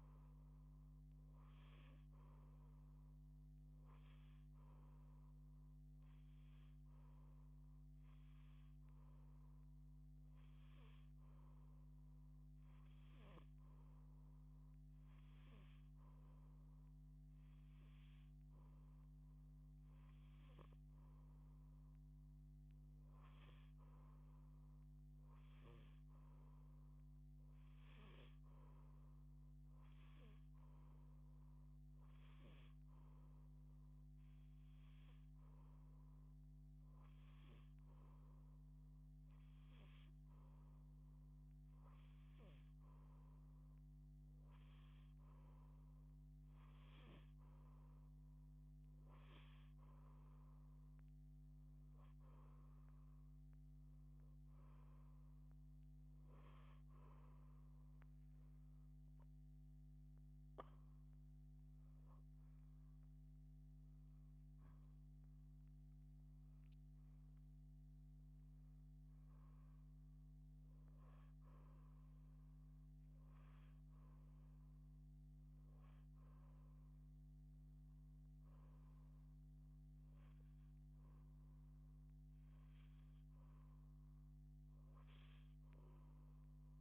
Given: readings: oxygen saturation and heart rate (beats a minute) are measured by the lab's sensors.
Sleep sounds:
breathing in sleep, hard to hear, by a microphone on the trachea; none
61.00-66.00 s: arousal
From the record:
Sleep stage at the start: N2 (light sleep); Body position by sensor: on the back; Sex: female

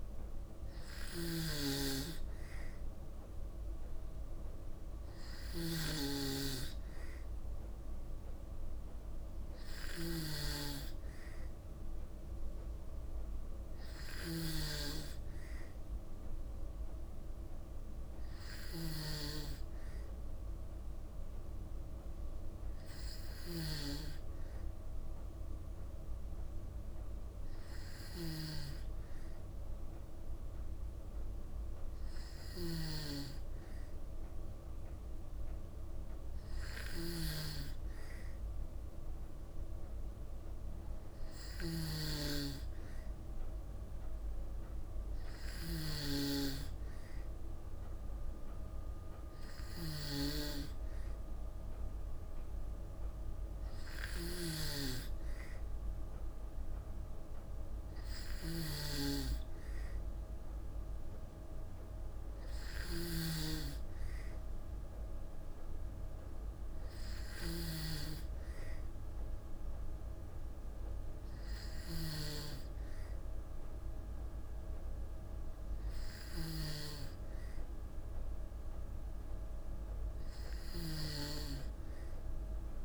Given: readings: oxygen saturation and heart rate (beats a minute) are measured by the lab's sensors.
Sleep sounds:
breathing in sleep by a room microphone; none
0.00-45.50 s: snoring (device-marked)
53.50-67.50 s: snoring (device-marked)
75.50-82.85 s: snoring (device-marked)
From the record:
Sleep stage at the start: N2 (light sleep); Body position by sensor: on the back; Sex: female

